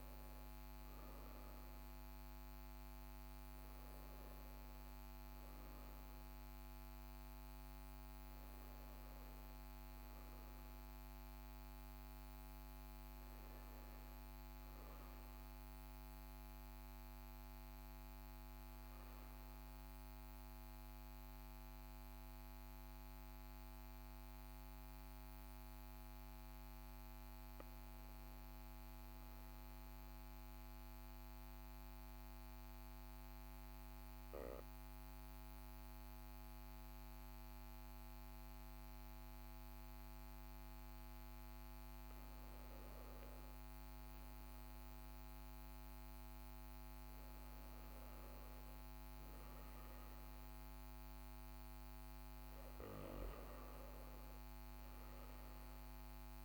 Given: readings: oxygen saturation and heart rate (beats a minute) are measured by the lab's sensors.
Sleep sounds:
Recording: breathing in sleep, hard to hear, by a microphone on the trachea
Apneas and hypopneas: none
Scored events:
0.00-20.00 s: oxygen desaturation (device-marked, oxygen 82% lowest, heart rate 42 extreme)
27.00-31.50 s: arousal
From the record:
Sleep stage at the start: N2 (light sleep)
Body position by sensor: on the right side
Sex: male

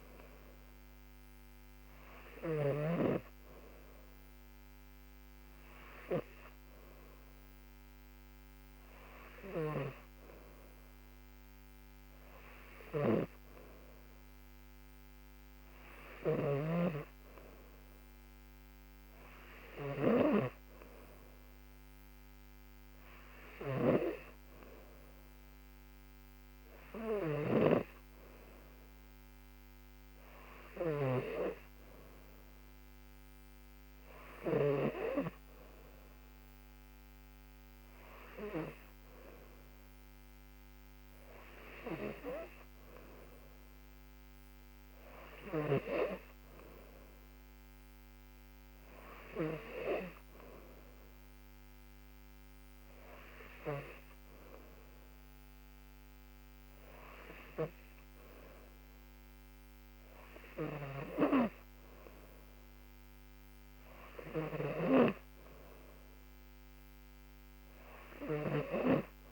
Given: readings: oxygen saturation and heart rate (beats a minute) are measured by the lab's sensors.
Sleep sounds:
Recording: breathing in sleep by a microphone on the trachea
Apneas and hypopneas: none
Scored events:
none scored
From the record:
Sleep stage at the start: N2 (light sleep)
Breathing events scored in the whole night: 177 in 5.9 hours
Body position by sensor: on the back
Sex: female

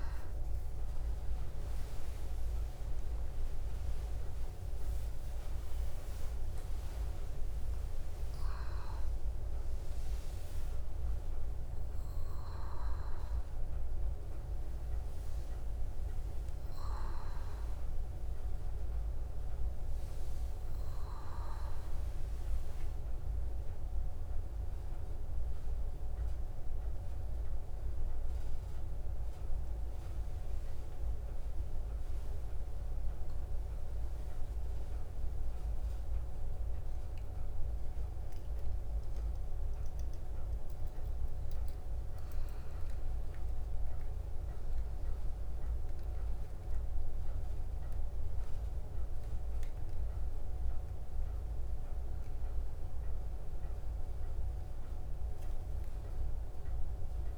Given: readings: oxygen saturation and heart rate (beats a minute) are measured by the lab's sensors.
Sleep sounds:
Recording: a person awake in a sleep study, hard to hear, by a room microphone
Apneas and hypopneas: none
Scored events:
7.50-57.38 s: new sleep stage, awake
From the record:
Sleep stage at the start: N2 (light sleep)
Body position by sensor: on the back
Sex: female

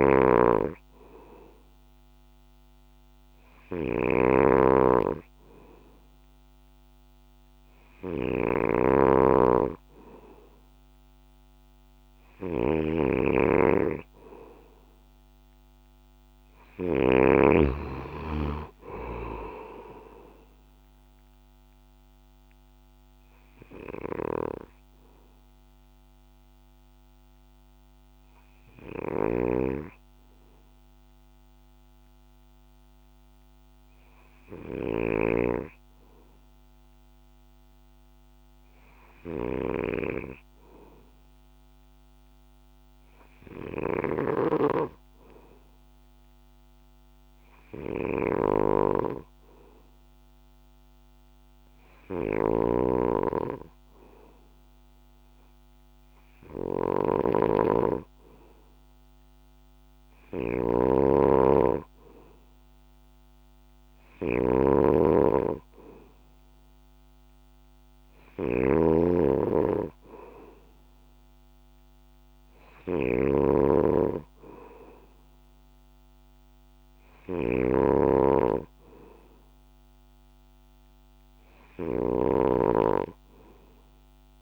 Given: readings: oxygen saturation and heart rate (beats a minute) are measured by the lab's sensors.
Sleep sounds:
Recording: breathing in sleep by a microphone on the trachea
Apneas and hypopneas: 1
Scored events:
0.00-17.50 s: snoring (device-marked)
18.00-22.00 s: arousal
24.00-84.42 s: snoring (device-marked)
25.00-57.00 s: hypopnea (oxygen 94% before, 91% lowest, heart rate 67 before, 63 extreme, up 3 after)
59.00-62.50 s: arousal
59.50-84.42 s: oxygen desaturation (device-marked, oxygen 95% before, 92% lowest, heart rate 67 before, 66 extreme)
From the record:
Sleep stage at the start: N2 (light sleep)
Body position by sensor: on the back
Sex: male

